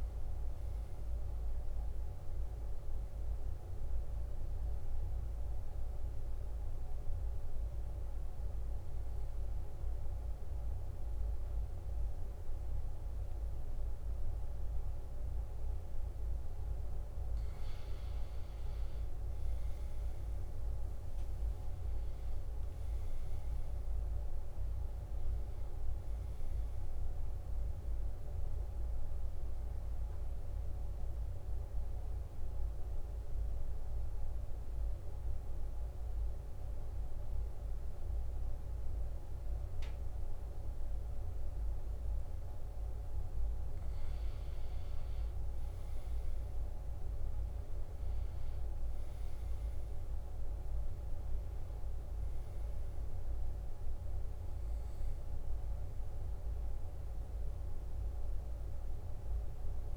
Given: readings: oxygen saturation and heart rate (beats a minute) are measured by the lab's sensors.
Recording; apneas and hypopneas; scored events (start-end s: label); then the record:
breathing in sleep, hard to hear, by a room microphone; 2
6.00-18.50 s: hypopnea (oxygen 94% before, 90% lowest, heart rate 67 before, 60 extreme, up 7 after)
20.50-25.00 s: arousal
22.50-38.50 s: oxygen desaturation (device-marked, oxygen 96% before, 90% lowest, heart rate 62 before, 60 extreme)
33.00-44.50 s: hypopnea (oxygen 96% before, 86% lowest, heart rate 63 before, 60 extreme, up 6 after)
46.00-49.50 s: arousal
50.50-59.97 s: oxygen desaturation (device-marked, oxygen 96% before, 91% lowest, heart rate 62 before, 61 extreme)
From the record:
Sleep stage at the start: N2 (light sleep); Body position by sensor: on the back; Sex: male